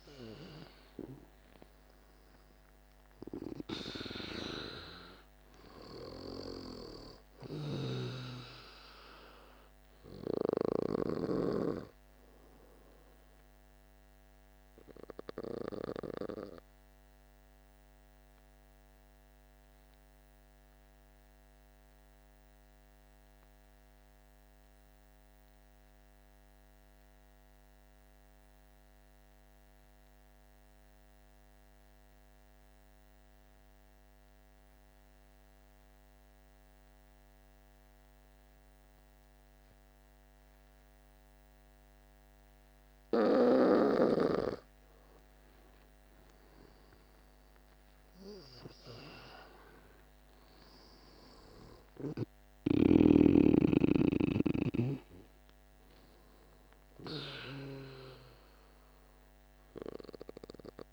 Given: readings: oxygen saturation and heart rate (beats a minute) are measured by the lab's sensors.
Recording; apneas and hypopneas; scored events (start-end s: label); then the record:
breathing in sleep by a microphone on the trachea; 1
0.00-2.50 s: arousal
0.00-27.50 s: oxygen desaturation (device-marked, oxygen 85% lowest, heart rate 48 extreme)
19.00-42.00 s: obstructive apnea (oxygen 97% before, 85% lowest, heart rate 54 before, 48 extreme, up 11 after)
41.50-60.93 s: oxygen desaturation (device-marked, oxygen 99% before, 86% lowest, heart rate 48 before, 48 extreme)
44.00-48.50 s: arousal
From the record:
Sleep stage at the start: N2 (light sleep); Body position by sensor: on the back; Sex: male